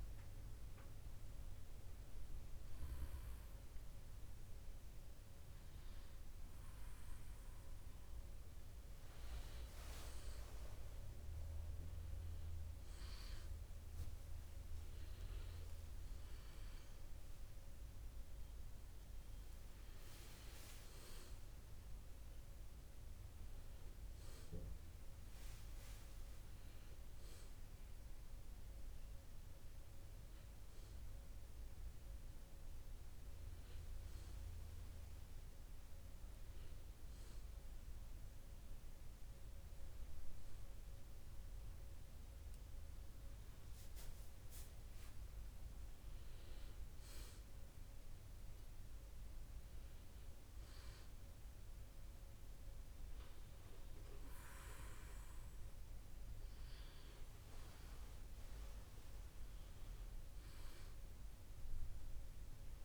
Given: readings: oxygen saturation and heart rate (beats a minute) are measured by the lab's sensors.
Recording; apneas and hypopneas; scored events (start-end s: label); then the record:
breathing in sleep, hard to hear, by a room microphone; none
15.50-20.00 s: arousal
From the record:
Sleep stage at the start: N2 (light sleep); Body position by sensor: on the back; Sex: male